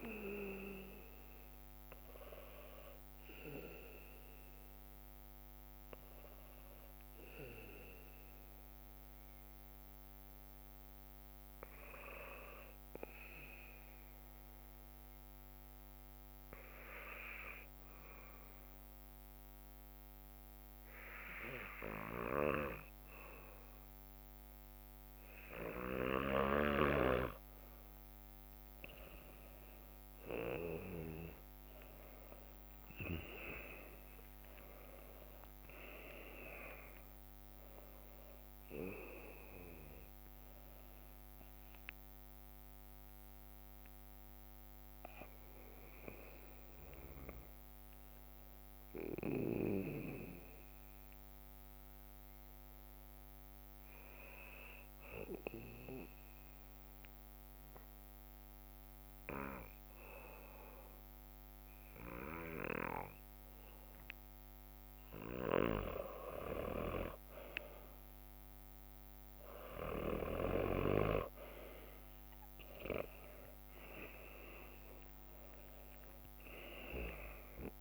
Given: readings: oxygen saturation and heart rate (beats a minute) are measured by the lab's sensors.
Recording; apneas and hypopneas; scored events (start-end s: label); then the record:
breathing in sleep by a microphone on the trachea; 2
0.00-12.50 s: oxygen desaturation (device-marked, oxygen 94% lowest, heart rate 57 extreme)
1.50-10.00 s: leg movement (device-marked)
7.50-30.50 s: drop in pulse transit time (device-marked, heart rate 62 before, 57 extreme)
9.00-27.00 s: hypopnea (oxygen 99% before, 94% lowest, heart rate 63 before, 57 extreme, up 10 after)
11.50-26.50 s: bradycardia (device-marked, heart rate 60 before, 57 extreme)
29.50-33.00 s: leg movement (device-marked)
30.50-35.00 s: arousal
31.50-50.50 s: oxygen desaturation (device-marked, oxygen 98% before, 94% lowest, heart rate 58 before, 59 extreme)
34.50-36.50 s: leg movement (device-marked)
39.50-46.50 s: leg movement (device-marked)
44.50-58.50 s: drop in pulse transit time (device-marked, heart rate 64 before, 60 extreme)
47.00-49.00 s: leg movement (device-marked)
49.50-65.00 s: hypopnea (oxygen 98% before, 94% lowest, heart rate 66 before, 58 extreme, up 2 after)
52.00-56.50 s: leg movement (device-marked)
55.50-61.50 s: bradycardia (device-marked, heart rate 61 before, 59 extreme)
58.00-61.00 s: leg movement (device-marked)
68.50-77.81 s: oxygen desaturation (device-marked, oxygen 99% before, 94% lowest, heart rate 62 before, 58 extreme)
69.50-74.50 s: arousal
From the record:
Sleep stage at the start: N2 (light sleep); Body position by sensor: on the back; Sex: male